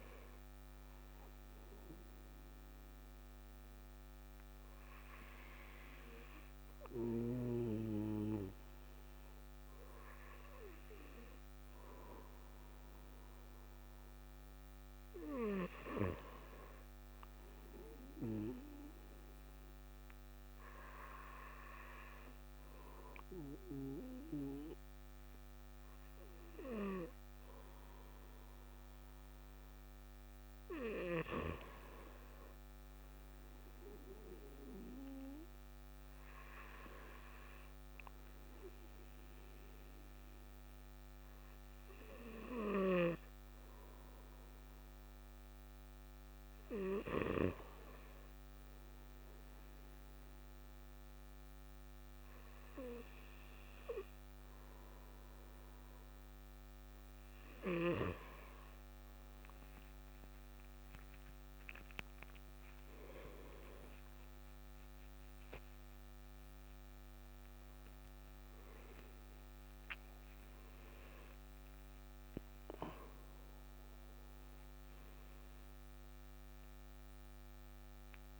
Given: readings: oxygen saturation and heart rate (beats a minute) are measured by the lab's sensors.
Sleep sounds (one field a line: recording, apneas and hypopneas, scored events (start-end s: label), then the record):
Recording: breathing in sleep by a microphone on the trachea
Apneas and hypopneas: none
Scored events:
64.00-68.50 s: arousal
75.50-78.40 s: new sleep stage, N1 (lightest sleep)
From the record:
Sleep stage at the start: N2 (light sleep)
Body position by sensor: on the right side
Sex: male